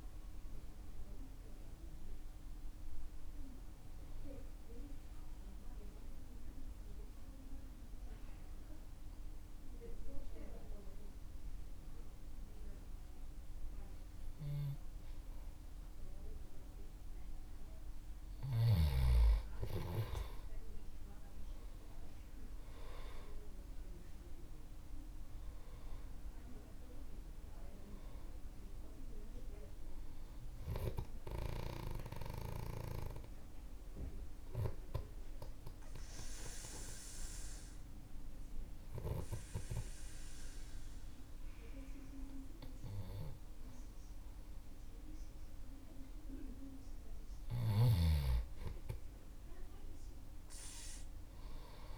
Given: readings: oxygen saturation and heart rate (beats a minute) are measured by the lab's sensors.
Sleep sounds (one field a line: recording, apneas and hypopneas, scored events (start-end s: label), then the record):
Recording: breathing in sleep by a room microphone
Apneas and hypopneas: 2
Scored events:
6.00-19.00 s: obstructive apnea (oxygen 96% before, 94% lowest, heart rate 69 before, 48 extreme, up 14 after)
20.50-24.50 s: arousal
32.50-46.50 s: obstructive apnea (oxygen 98% before, 94% lowest, heart rate 57 before, 48 extreme, up 9 after)
47.00-51.98 s: oxygen desaturation (device-marked, oxygen 97% before, 94% lowest, heart rate 51 before, 48 extreme)
From the record:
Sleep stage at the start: N2 (light sleep)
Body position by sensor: on the back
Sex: male